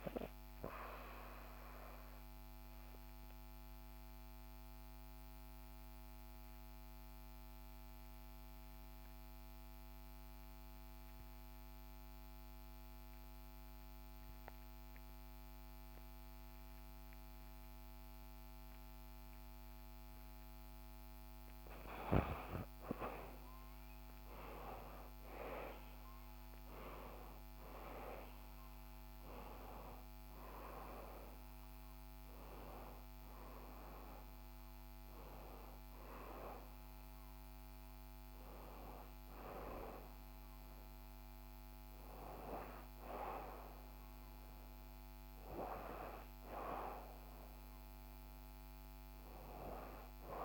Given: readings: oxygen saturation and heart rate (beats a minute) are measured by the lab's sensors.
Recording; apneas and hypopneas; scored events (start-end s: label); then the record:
breathing in sleep by a microphone on the trachea; 1
0.50-20.00 s: obstructive apnea (oxygen 96% before, 87% lowest, heart rate 63 before, 60 extreme, up 8 after)
7.00-47.00 s: oxygen desaturation (device-marked, oxygen 95% before, 87% lowest, heart rate 63 before, 60 extreme)
21.50-26.50 s: arousal
From the record:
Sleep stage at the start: REM sleep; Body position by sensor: on the back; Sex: female